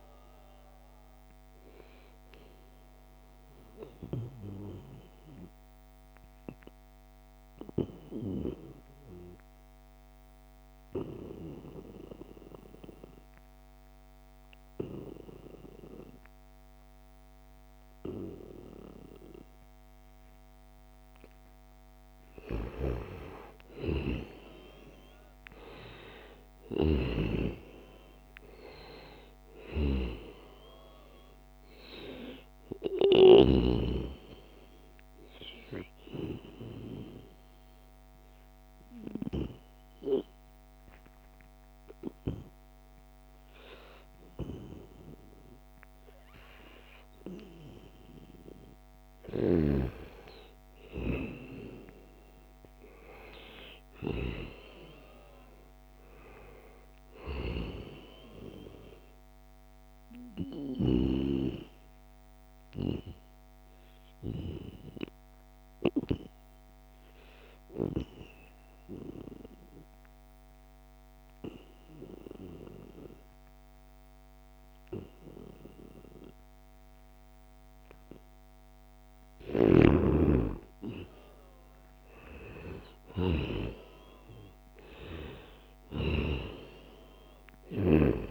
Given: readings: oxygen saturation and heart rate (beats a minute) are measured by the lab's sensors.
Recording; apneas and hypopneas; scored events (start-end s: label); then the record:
breathing in sleep by a microphone on the trachea; 3
0.00-9.50 s: oxygen desaturation (device-marked, oxygen 89% lowest, heart rate 73 extreme)
1.50-21.50 s: obstructive apnea (oxygen 95% before, 89% lowest, heart rate 78 before, 73 extreme, up 2 after)
23.00-28.00 s: arousal
28.50-44.50 s: oxygen desaturation (device-marked, oxygen 96% before, 91% lowest, heart rate 74 before, 76 extreme)
37.00-49.00 s: obstructive apnea (oxygen 96% before, 90% lowest, heart rate 76 before, 76 extreme, up 2 after)
40.50-42.50 s: long interval between heartbeats (device-marked, heart rate 78 before, 99 extreme)
50.50-55.00 s: arousal
58.50-78.50 s: obstructive apnea (oxygen 96% before, 89% lowest, heart rate 84 before, 74 extreme, up 0 after)
79.50-84.00 s: arousal
81.50-88.31 s: oxygen desaturation (device-marked, oxygen 95% before, 90% lowest, heart rate 80 before, 74 extreme)
From the record:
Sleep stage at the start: N2 (light sleep); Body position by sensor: on the back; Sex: male